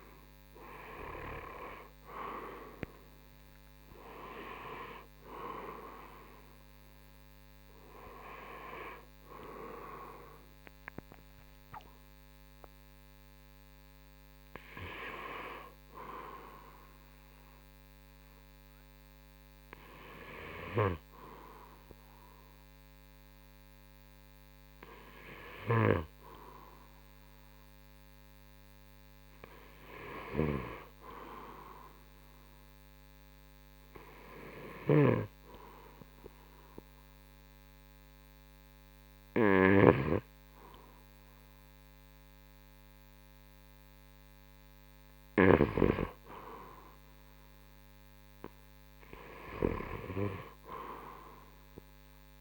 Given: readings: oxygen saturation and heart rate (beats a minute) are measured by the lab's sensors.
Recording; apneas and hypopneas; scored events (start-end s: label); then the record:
breathing in sleep by a microphone on the trachea; none
0.00-3.00 s: arousal
0.00-6.50 s: drop in pulse transit time (device-marked, heart rate 71 extreme)
0.00-28.50 s: oxygen desaturation (device-marked, oxygen 86% lowest, heart rate 67 extreme)
45.00-48.50 s: arousal
49.50-52.41 s: drop in pulse transit time (device-marked, heart rate 72 before, 68 extreme)
From the record:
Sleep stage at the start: N2 (light sleep); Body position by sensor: on the right side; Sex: male